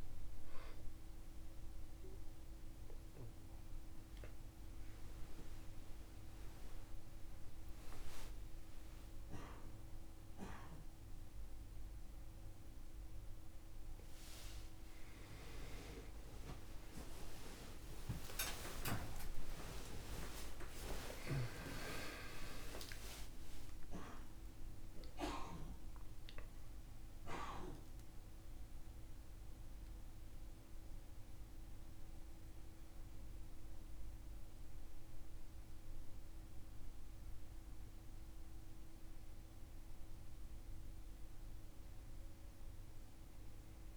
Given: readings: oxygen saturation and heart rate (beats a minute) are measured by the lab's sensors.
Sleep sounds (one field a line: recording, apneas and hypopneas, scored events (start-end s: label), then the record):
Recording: breathing in sleep by a room microphone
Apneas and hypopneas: none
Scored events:
14.00-19.00 s: arousal
From the record:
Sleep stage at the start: N1 (lightest sleep)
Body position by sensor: on the back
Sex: male